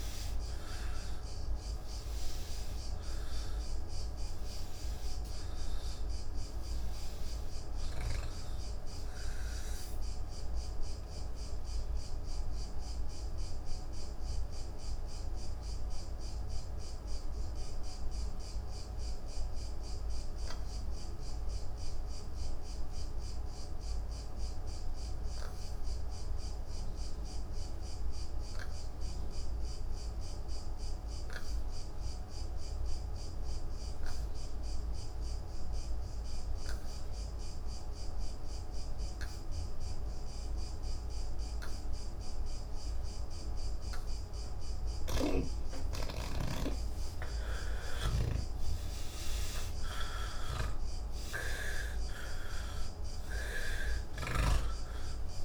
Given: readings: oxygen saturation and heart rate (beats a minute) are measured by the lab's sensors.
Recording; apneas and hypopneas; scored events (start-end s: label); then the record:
breathing in sleep by a room microphone; 1
0.00-6.50 s: oxygen desaturation (device-marked, oxygen 86% lowest, heart rate 88 extreme)
9.00-43.50 s: obstructive apnea (oxygen 96% before, 79% lowest, heart rate 157 before, 79 extreme)
34.50-55.45 s: oxygen desaturation (device-marked, oxygen 98% before, 79% lowest, heart rate 163 before, 79 extreme)
45.00-48.50 s: snoring (device-marked)
From the record:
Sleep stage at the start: N1 (lightest sleep); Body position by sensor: on the back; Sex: male